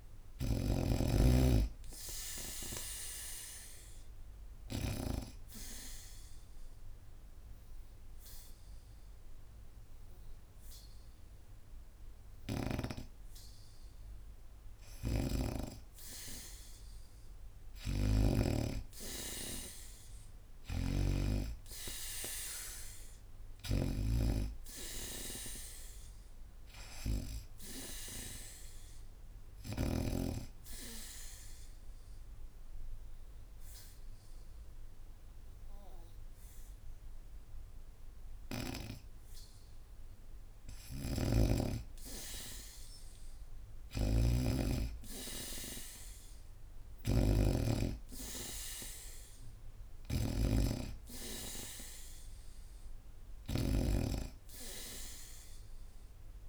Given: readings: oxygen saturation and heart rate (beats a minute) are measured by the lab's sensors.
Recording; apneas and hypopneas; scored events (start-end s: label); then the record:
breathing in sleep by a room microphone; 2
0.00-2.50 s: oxygen desaturation (device-marked, oxygen 91% lowest, heart rate 74 extreme)
2.00-14.50 s: obstructive apnea (oxygen 94% before, 87% lowest, heart rate 74 before, 74 extreme, up 0 after)
14.50-18.00 s: snoring (device-marked)
16.50-19.50 s: arousal
20.00-29.50 s: snoring (device-marked)
26.50-42.50 s: oxygen desaturation (device-marked, oxygen 94% before, 87% lowest, heart rate 75 before, 71 extreme)
29.50-41.50 s: obstructive apnea (oxygen 94% before, 87% lowest, heart rate 75 before, 71 extreme)
40.50-56.49 s: snoring (device-marked)
44.00-46.50 s: arousal
47.50-56.49 s: oxygen desaturation (device-marked, oxygen 96% before, 87% lowest, heart rate 74 before, 72 extreme)
From the record:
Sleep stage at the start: N2 (light sleep); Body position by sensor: on the back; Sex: female